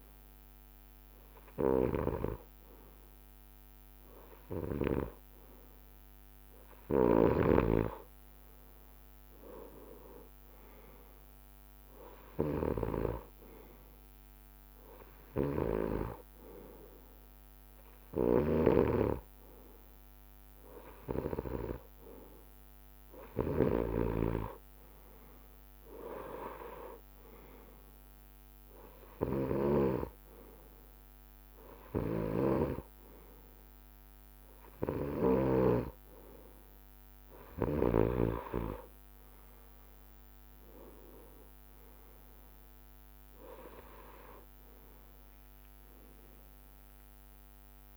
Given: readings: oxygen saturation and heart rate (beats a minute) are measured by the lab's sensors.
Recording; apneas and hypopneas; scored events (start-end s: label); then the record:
breathing in sleep by a microphone on the trachea; none
41.00-47.97 s: drop in pulse transit time (device-marked, heart rate 72 before, 74 extreme)
From the record:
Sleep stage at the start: N2 (light sleep); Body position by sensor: on the right side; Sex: male